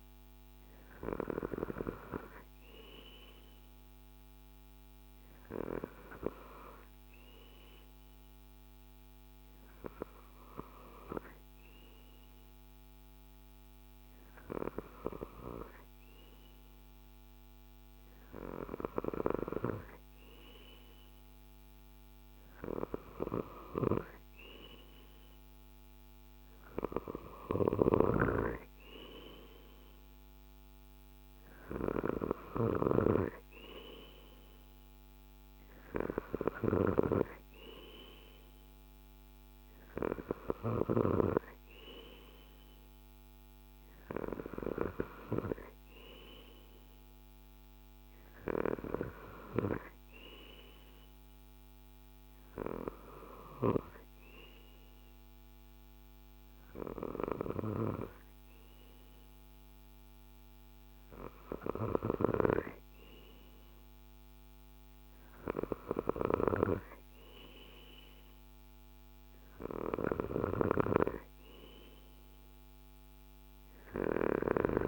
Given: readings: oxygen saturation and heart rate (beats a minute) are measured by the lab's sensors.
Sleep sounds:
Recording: breathing in sleep by a microphone on the trachea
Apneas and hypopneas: none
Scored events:
none scored
From the record:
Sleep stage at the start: N2 (light sleep)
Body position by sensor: on the left side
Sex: male

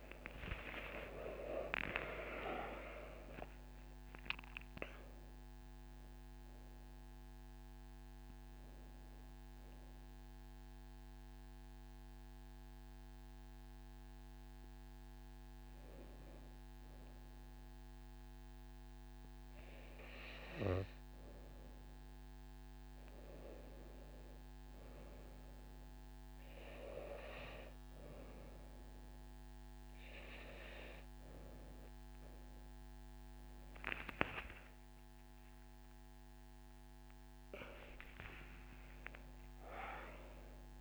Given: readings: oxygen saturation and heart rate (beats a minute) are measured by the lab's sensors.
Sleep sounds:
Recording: breathing in sleep by a microphone on the trachea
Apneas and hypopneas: none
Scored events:
0.00-1.50 s: arousal
34.50-36.50 s: long interval between heartbeats (device-marked)
35.00-40.00 s: arousal
From the record:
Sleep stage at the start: N2 (light sleep)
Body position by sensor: on the right side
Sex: female

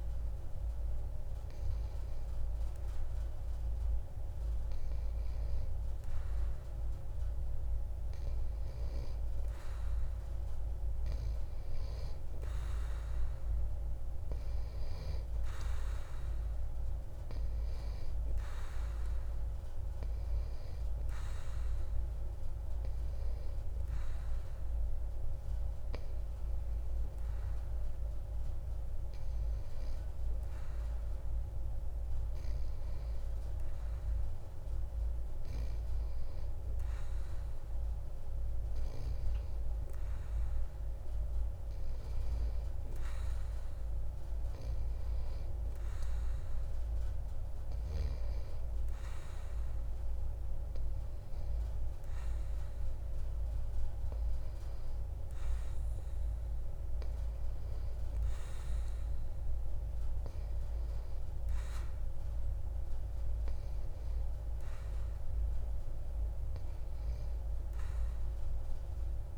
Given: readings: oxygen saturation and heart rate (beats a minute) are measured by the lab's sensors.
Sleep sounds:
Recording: breathing in sleep, hard to hear, by a room microphone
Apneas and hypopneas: none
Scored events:
none scored
From the record:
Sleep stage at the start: N2 (light sleep)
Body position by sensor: on the back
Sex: male

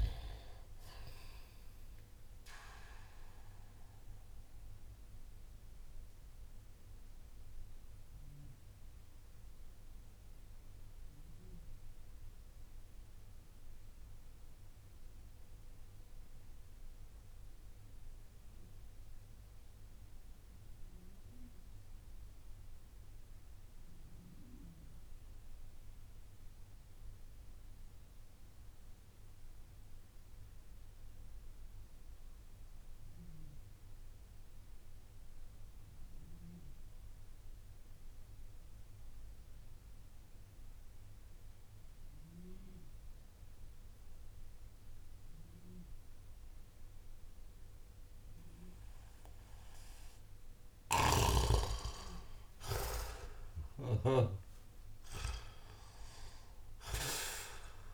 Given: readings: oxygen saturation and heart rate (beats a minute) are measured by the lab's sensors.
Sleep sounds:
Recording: breathing in sleep by a room microphone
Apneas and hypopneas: 1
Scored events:
0.00-18.00 s: oxygen desaturation (device-marked, oxygen 87% lowest)
3.50-51.00 s: mixed apnea (oxygen 94% before, 87% lowest)
38.00-57.94 s: oxygen desaturation (device-marked, oxygen 98% before, 88% lowest)
50.50-54.00 s: snoring (device-marked)
52.00-56.50 s: arousal
From the record:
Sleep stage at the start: N2 (light sleep)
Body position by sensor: on the back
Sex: male

